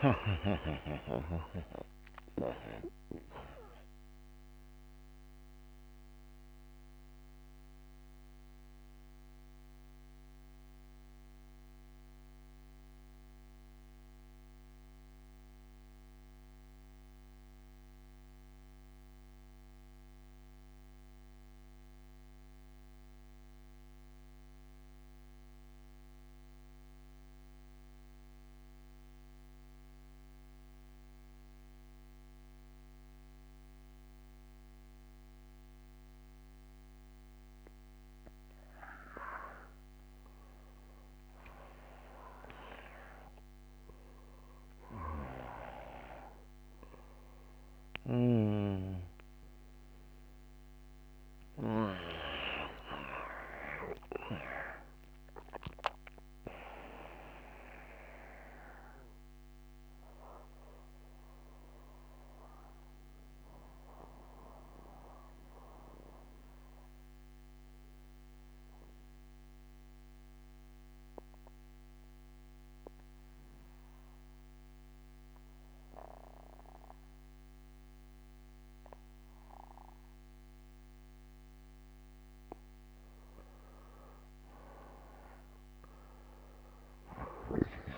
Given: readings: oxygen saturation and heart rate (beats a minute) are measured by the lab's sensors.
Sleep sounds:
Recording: breathing in sleep by a microphone on the trachea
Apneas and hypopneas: 2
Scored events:
0.00-5.00 s: oxygen desaturation (device-marked, oxygen 88% lowest, heart rate 62 extreme)
4.00-35.00 s: central apnea (oxygen 95% before, 88% lowest, heart rate 62 before, 62 extreme, up 5 after)
44.00-50.00 s: arousal
48.00-66.00 s: oxygen desaturation (device-marked, oxygen 96% before, 92% lowest, heart rate 65 before, 60 extreme)
57.50-79.50 s: obstructive apnea (oxygen 98% before, 86% lowest, heart rate 66 before, 60 extreme, up 11 after)
81.00-87.98 s: oxygen desaturation (device-marked, oxygen 96% before, 86% lowest, heart rate 62 before, 59 extreme)
83.50-87.00 s: arousal
From the record:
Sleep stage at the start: N2 (light sleep)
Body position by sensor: on the back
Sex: male

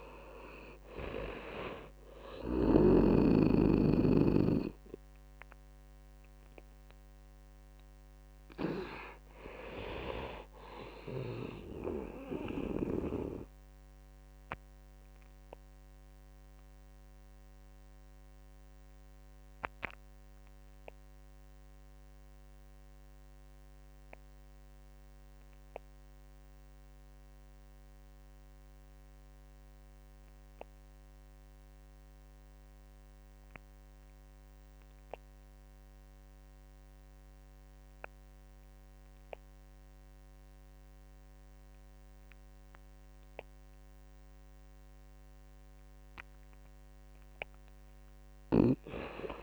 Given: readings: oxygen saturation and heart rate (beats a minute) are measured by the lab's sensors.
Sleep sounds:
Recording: breathing in sleep by a microphone on the trachea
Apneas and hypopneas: 1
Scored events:
0.00-20.50 s: oxygen desaturation (device-marked, oxygen 88% lowest)
13.00-44.50 s: obstructive apnea (oxygen 94% before, 87% lowest)
37.50-49.43 s: oxygen desaturation (device-marked, oxygen 98% before, 87% lowest)
From the record:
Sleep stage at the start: N2 (light sleep)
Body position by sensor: on the right side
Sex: male

